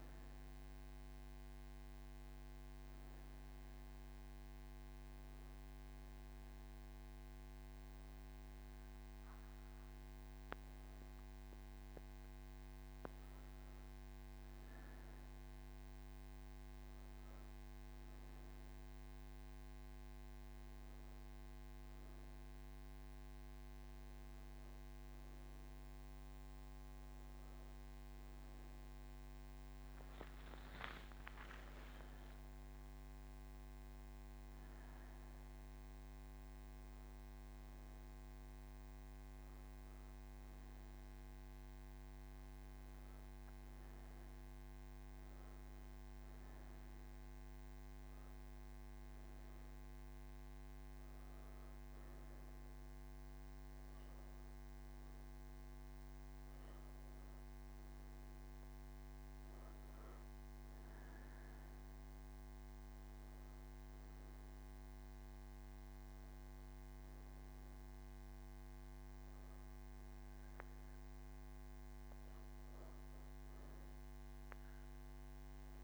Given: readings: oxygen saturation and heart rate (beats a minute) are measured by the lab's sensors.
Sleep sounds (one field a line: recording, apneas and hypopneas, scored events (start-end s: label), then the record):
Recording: breathing in sleep, hard to hear, by a microphone on the trachea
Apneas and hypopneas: none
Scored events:
0.50-75.83 s: new sleep stage, N3 (deep sleep)
From the record:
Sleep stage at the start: N1 (lightest sleep)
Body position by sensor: on the right side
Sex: female